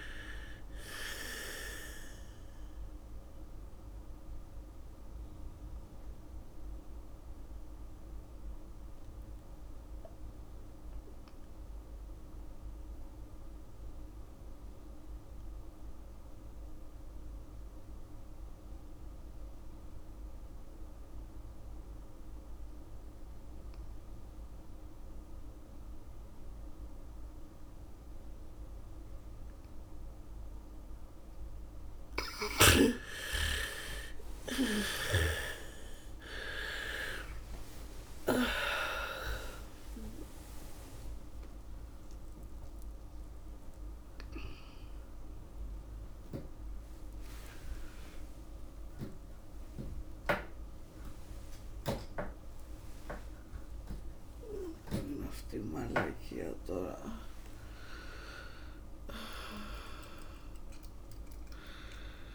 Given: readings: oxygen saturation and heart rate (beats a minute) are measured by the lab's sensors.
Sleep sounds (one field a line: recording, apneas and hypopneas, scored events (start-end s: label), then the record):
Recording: a person awake in a sleep study, by a room microphone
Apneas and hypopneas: 1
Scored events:
0.00-15.50 s: oxygen desaturation (device-marked, oxygen 81% lowest, heart rate 39 extreme)
4.00-32.00 s: mixed apnea (oxygen 99% before, 81% lowest, heart rate 63 before, 39 extreme, up 3 after)
28.50-62.35 s: new sleep stage, awake
31.50-59.50 s: oxygen desaturation (device-marked, oxygen 99% before, 81% lowest, heart rate 69 before, 39 extreme)
32.50-38.50 s: bradycardia (device-marked, heart rate 69 before, 48 extreme)
From the record:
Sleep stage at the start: N2 (light sleep)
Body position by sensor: on the back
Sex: female